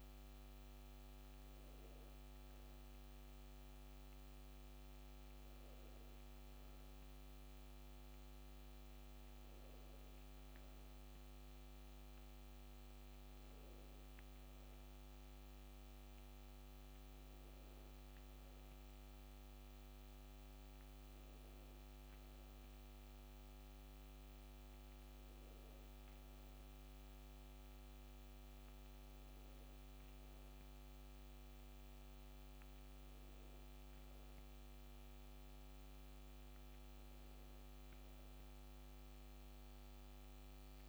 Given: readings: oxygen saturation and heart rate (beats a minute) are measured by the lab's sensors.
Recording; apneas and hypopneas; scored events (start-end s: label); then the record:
breathing in sleep, hard to hear, by a microphone on the trachea; none
none scored
From the record:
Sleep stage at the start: N2 (light sleep); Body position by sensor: on the back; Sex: female